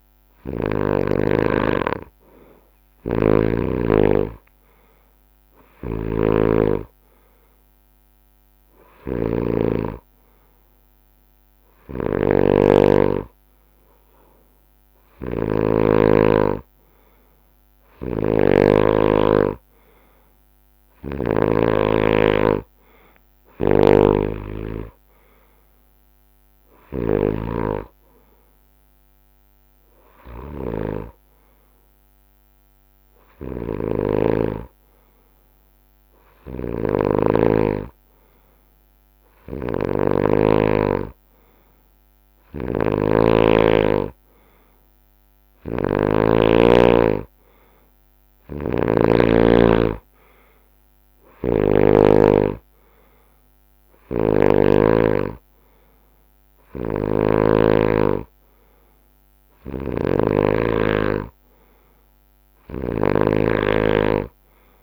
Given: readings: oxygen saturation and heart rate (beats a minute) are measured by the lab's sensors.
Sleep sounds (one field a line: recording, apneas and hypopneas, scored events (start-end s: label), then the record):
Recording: breathing in sleep by a microphone on the trachea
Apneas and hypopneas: none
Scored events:
0.00-1.00 s: snoring (device-marked)
3.00-13.00 s: drop in pulse transit time (device-marked, heart rate 72 before, 73 extreme)
5.50-9.50 s: snoring (device-marked)
11.50-52.00 s: snoring (device-marked)
23.00-32.00 s: drop in pulse transit time (device-marked, heart rate 72 before, 69 extreme)
45.00-56.00 s: drop in pulse transit time (device-marked, heart rate 70 before, 68 extreme)
56.50-64.83 s: snoring (device-marked)
From the record:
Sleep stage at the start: N2 (light sleep)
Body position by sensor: on the right side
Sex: male